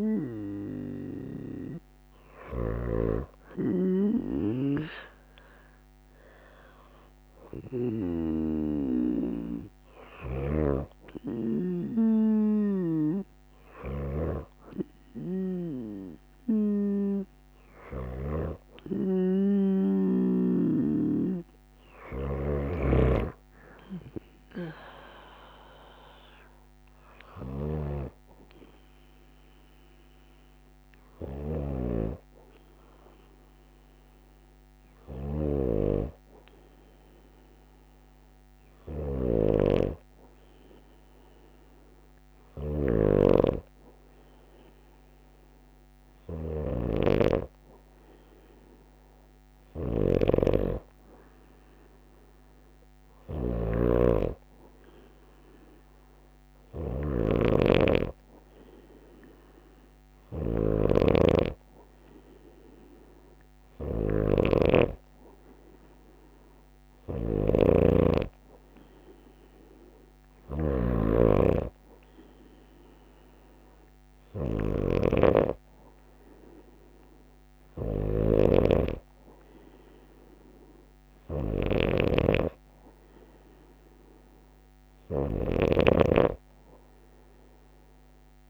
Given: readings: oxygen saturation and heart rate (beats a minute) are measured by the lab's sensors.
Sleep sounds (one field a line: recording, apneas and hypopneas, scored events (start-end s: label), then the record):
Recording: breathing in sleep by a microphone on the trachea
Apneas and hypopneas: none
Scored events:
45.50-88.50 s: snoring (device-marked)
From the record:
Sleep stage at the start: N2 (light sleep)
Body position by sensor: on the right side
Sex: female